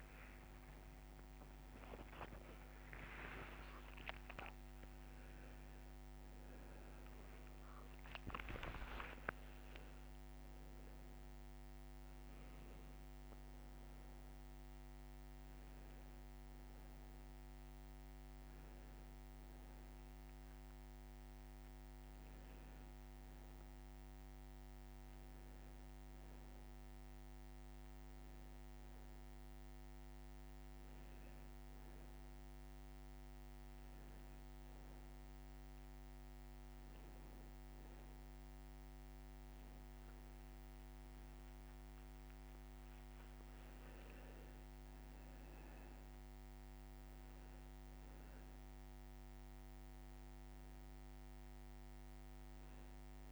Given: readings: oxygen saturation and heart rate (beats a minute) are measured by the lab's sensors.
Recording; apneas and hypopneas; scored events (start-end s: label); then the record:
a person partly awake in a sleep study, hard to hear, by a microphone on the trachea; none
22.50-53.32 s: new sleep stage, N1 (lightest sleep)
48.50-53.32 s: oxygen desaturation (device-marked, oxygen 97% before, 93% lowest, heart rate 62 before, 84 extreme)
From the record:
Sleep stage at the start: awake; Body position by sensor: on the back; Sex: male